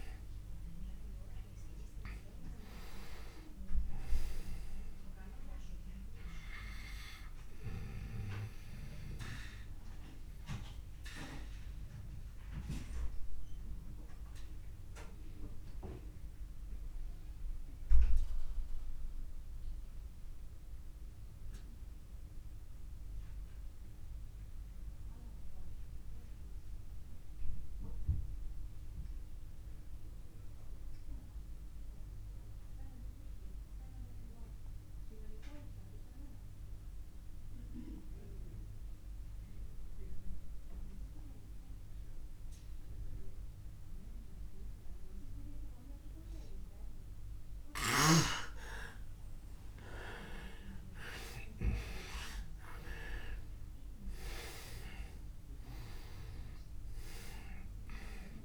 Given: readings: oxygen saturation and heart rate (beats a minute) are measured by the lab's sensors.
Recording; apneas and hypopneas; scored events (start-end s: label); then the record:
breathing in sleep by a room microphone; 1
0.00-26.00 s: oxygen desaturation (device-marked, oxygen 85% lowest)
8.50-47.50 s: obstructive apnea (oxygen 99% before, 85% lowest)
44.00-58.45 s: oxygen desaturation (device-marked, oxygen 99% before, 86% lowest)
49.00-53.50 s: arousal
From the record:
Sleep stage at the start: REM sleep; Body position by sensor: on the back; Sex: male